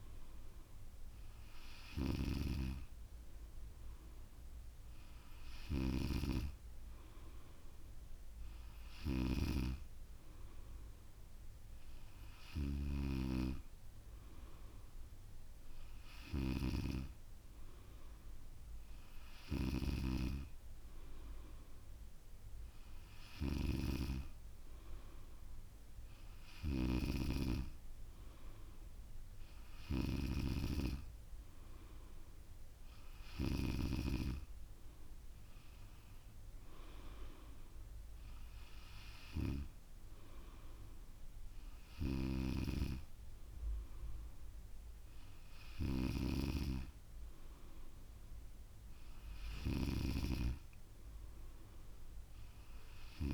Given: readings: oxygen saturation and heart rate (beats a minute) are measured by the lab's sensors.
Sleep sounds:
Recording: breathing in sleep by a room microphone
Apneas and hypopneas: none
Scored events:
none scored
From the record:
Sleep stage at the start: N3 (deep sleep)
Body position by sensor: on the back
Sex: female

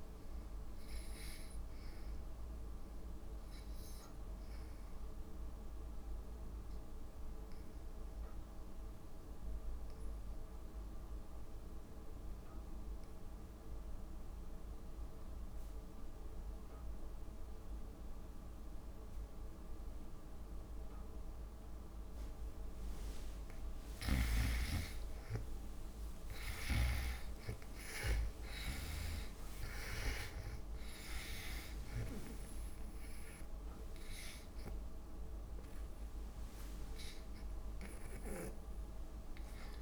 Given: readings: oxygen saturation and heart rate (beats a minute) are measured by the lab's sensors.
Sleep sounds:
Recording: breathing in sleep by a room microphone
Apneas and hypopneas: 1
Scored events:
0.00-17.50 s: oxygen desaturation (device-marked, oxygen 87% lowest)
4.50-24.00 s: obstructive apnea (oxygen 98% before, 81% lowest)
25.50-29.50 s: arousal
35.50-39.82 s: oxygen desaturation (device-marked, oxygen 96% before, 86% lowest)
From the record:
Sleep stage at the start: N2 (light sleep)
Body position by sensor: on the back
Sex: female

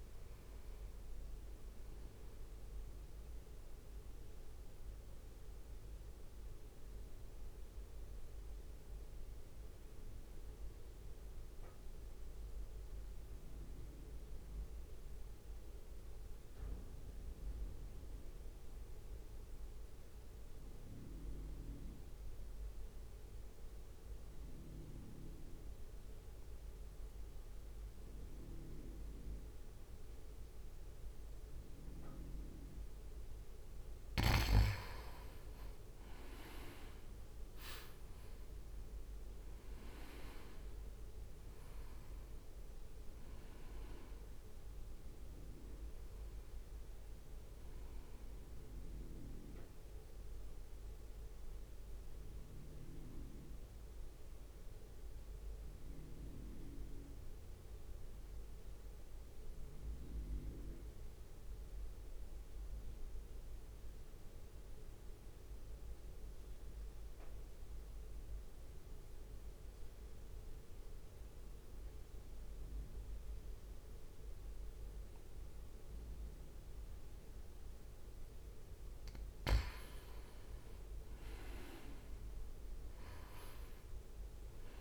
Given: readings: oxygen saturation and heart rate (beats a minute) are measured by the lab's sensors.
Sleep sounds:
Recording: breathing in sleep by a room microphone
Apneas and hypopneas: 2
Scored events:
0.00-7.00 s: drop in pulse transit time (device-marked, heart rate 54 extreme)
0.00-20.00 s: oxygen desaturation (device-marked, oxygen 86% lowest, heart rate 54 extreme)
4.00-32.50 s: mixed apnea (oxygen 96% before, 86% lowest, heart rate 59 before, 55 extreme, up 1 after)
37.00-63.00 s: oxygen desaturation (device-marked, oxygen 97% before, 88% lowest, heart rate 65 before, 55 extreme)
38.00-42.00 s: arousal
40.00-53.00 s: drop in pulse transit time (device-marked, heart rate 65 before, 55 extreme)
54.50-78.00 s: central apnea (oxygen 98% before, 87% lowest, heart rate 60 before, 56 extreme, up 5 after)
80.00-84.81 s: oxygen desaturation (device-marked, oxygen 98% before, 89% lowest, heart rate 64 before, 56 extreme)
83.50-84.81 s: arousal
From the record:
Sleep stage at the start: N2 (light sleep)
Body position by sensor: on the right side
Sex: male

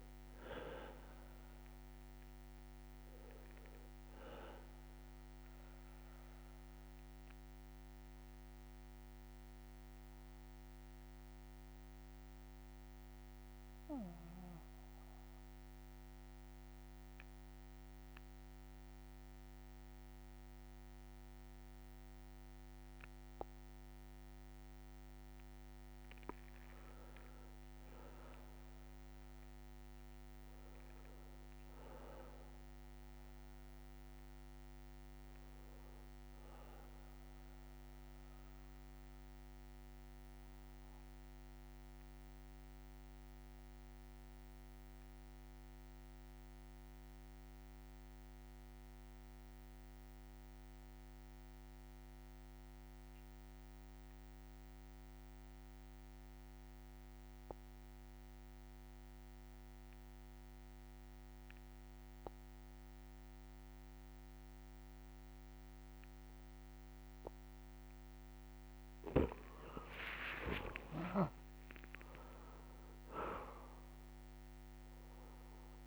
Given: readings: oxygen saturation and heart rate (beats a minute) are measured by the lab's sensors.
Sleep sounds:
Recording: breathing in sleep by a microphone on the trachea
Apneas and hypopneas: 2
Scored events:
0.00-17.00 s: oxygen desaturation (device-marked, oxygen 93% lowest, heart rate 60 extreme)
7.50-24.50 s: obstructive apnea (oxygen 99% before, 90% lowest, heart rate 63 before, 60 extreme, up 4 after)
26.50-30.50 s: arousal
40.50-67.00 s: obstructive apnea (oxygen 99% before, 90% lowest, heart rate 62 before, 59 extreme, up 4 after)
60.00-75.87 s: oxygen desaturation (device-marked, oxygen 99% before, 90% lowest, heart rate 60 before, 59 extreme)
69.50-74.00 s: arousal
From the record:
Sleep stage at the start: N2 (light sleep)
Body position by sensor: on the back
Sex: male

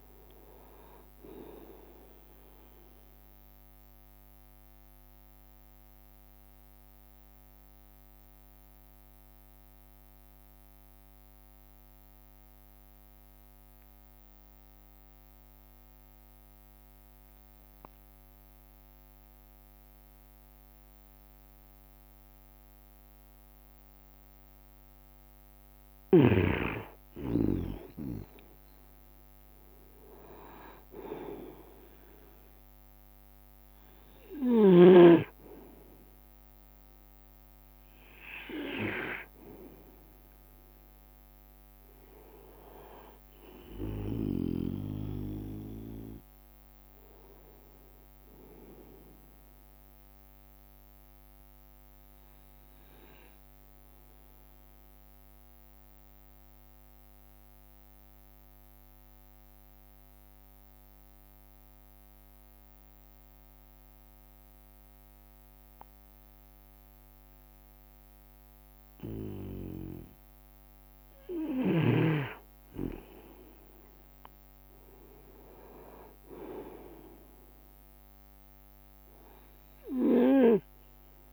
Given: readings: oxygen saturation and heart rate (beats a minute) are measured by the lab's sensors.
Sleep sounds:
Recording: breathing in sleep by a microphone on the trachea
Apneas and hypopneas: 2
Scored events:
0.00-1.50 s: long interval between heartbeats (device-marked)
0.00-15.50 s: oxygen desaturation (device-marked, oxygen 93% lowest)
1.50-81.33 s: bradycardia (device-marked)
4.00-25.00 s: obstructive apnea (oxygen 97% before, 93% lowest)
5.00-7.00 s: long interval between heartbeats (device-marked)
24.00-26.00 s: leg movement (device-marked)
26.50-28.50 s: long interval between heartbeats (device-marked)
26.50-29.00 s: leg movement (device-marked)
28.00-32.00 s: arousal
29.50-50.50 s: oxygen desaturation (device-marked, oxygen 98% before, 94% lowest)
30.50-32.50 s: leg movement (device-marked)
35.50-37.50 s: long interval between heartbeats (device-marked)
37.00-44.50 s: leg movement (device-marked)
53.50-55.50 s: long interval between heartbeats (device-marked)
54.00-70.50 s: obstructive apnea (oxygen 97% before, 93% lowest)
66.00-68.00 s: long interval between heartbeats (device-marked)
73.00-77.00 s: arousal
75.50-77.00 s: leg movement (device-marked)
76.50-81.33 s: oxygen desaturation (device-marked, oxygen 97% before, 94% lowest)
From the record:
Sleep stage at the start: N2 (light sleep)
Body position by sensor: on the right side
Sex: male

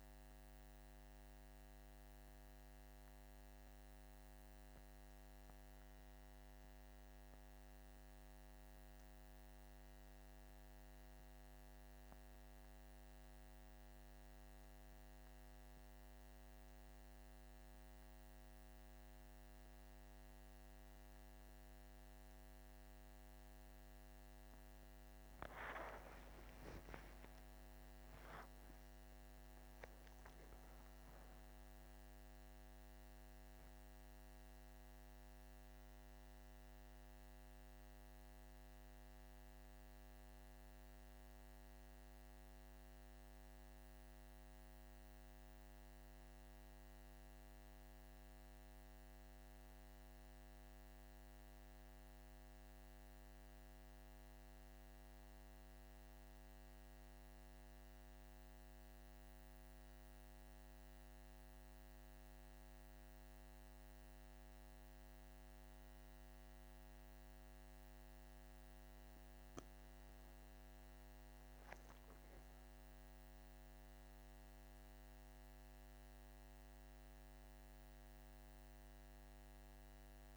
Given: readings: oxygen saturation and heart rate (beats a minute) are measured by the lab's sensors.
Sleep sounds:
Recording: breathing in sleep, hard to hear, by a microphone on the trachea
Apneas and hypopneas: none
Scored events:
25.00-30.00 s: arousal
30.00-80.37 s: new sleep stage, N1 (lightest sleep)
From the record:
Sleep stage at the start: N2 (light sleep)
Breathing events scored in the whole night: 55 in 6.1 hours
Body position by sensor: on the back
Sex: male

